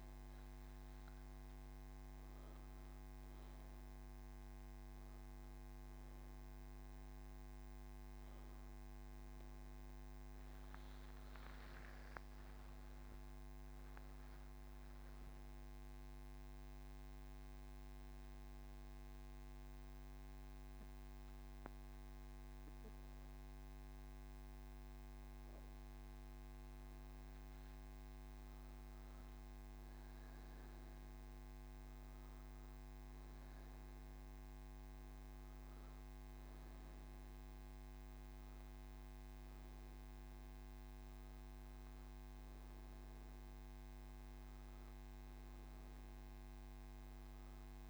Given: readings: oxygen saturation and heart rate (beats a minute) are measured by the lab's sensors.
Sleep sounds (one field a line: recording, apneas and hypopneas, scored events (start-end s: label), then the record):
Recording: breathing in sleep, hard to hear, by a microphone on the trachea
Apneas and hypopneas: 1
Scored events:
16.00-27.00 s: obstructive apnea (oxygen 98% before, 94% lowest)
From the record:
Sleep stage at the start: N1 (lightest sleep)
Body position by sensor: on the right side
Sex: female